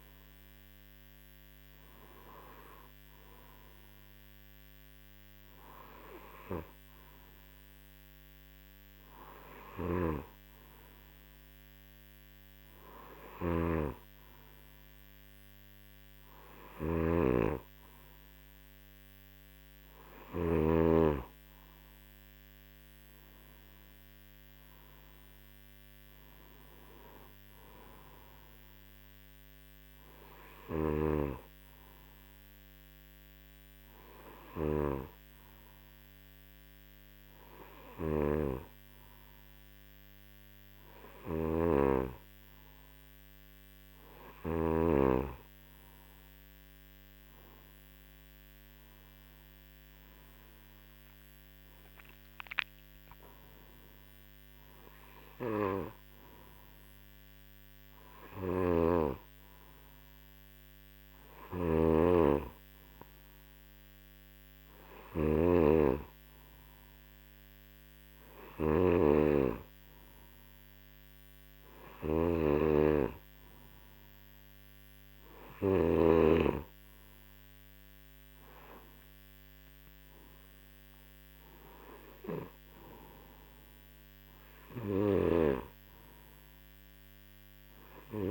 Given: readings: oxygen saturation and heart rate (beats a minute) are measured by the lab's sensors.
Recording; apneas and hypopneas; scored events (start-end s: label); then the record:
breathing in sleep by a microphone on the trachea; none
9.50-20.50 s: snoring (device-marked)
30.50-44.50 s: snoring (device-marked)
58.00-76.00 s: snoring (device-marked)
84.50-88.31 s: snoring (device-marked)
From the record:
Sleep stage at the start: N2 (light sleep); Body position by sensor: on the right side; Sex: male